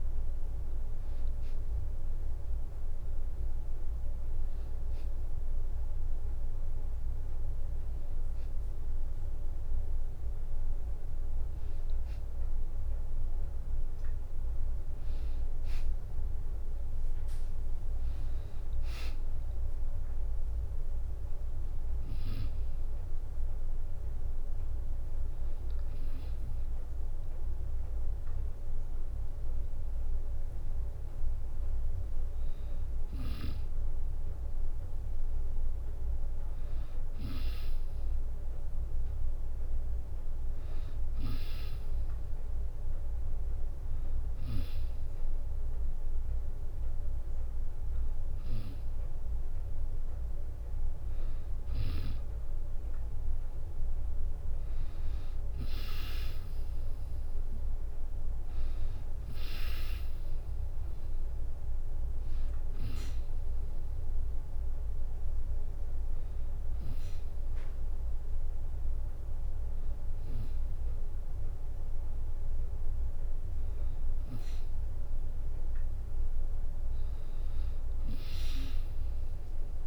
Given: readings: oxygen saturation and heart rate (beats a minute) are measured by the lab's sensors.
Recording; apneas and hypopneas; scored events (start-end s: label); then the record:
breathing in sleep by a room microphone; none
18.50-22.50 s: drop in pulse transit time (device-marked, heart rate 68 before, 70 extreme)
27.50-69.50 s: tachycardia (device-marked)
31.00-33.00 s: long interval between heartbeats (device-marked, heart rate 69 before, 106 extreme)
33.50-43.50 s: drop in pulse transit time (device-marked, heart rate 78 before, 178 extreme)
35.50-37.50 s: long interval between heartbeats (device-marked, heart rate 90 before, 208 extreme)
37.50-39.50 s: long interval between heartbeats (device-marked, heart rate 105 before, 216 extreme)
40.00-42.00 s: long interval between heartbeats (device-marked, heart rate 120 before, 194 extreme)
44.00-46.00 s: long interval between heartbeats (device-marked, heart rate 144 before, 188 extreme)
47.50-49.50 s: long interval between heartbeats (device-marked, heart rate 169 before, 200 extreme)
48.50-51.50 s: drop in pulse transit time (device-marked, heart rate 176 before, 180 extreme)
53.00-55.00 s: long interval between heartbeats (device-marked, heart rate 194 before, 178 extreme)
54.50-56.50 s: drop in pulse transit time (device-marked, heart rate 196 before, 182 extreme)
57.00-59.00 s: long interval between heartbeats (device-marked, heart rate 195 before, 208 extreme)
61.00-63.00 s: long interval between heartbeats (device-marked, heart rate 194 before, 196 extreme)
64.00-66.00 s: long interval between heartbeats (device-marked, heart rate 195 before, 174 extreme)
66.50-68.50 s: long interval between heartbeats (device-marked, heart rate 191 before, 135 extreme)
67.50-74.50 s: drop in pulse transit time (device-marked, heart rate 188 before, 87 extreme)
68.50-70.50 s: long interval between heartbeats (device-marked, heart rate 184 before, 129 extreme)
73.50-79.87 s: bradycardia (device-marked)
78.00-79.87 s: long interval between heartbeats (device-marked, heart rate 143 before, 28 extreme)
From the record:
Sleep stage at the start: N2 (light sleep); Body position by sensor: on the back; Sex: female